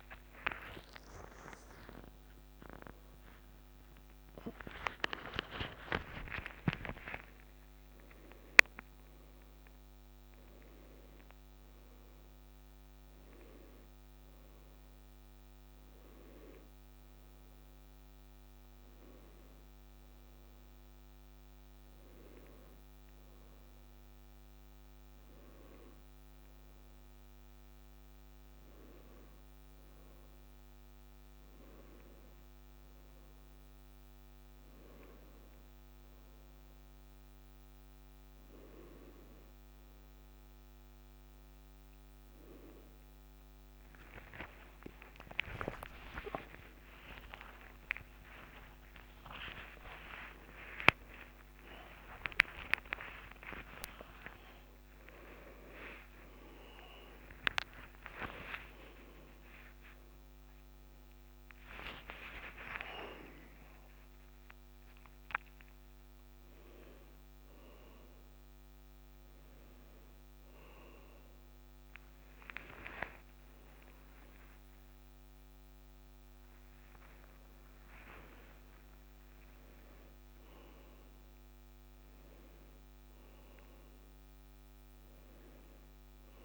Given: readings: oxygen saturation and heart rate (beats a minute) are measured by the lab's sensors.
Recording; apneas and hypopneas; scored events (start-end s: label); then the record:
a person awake in a sleep study, by a microphone on the trachea; none
none scored
From the record:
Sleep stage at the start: awake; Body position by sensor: on the right side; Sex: male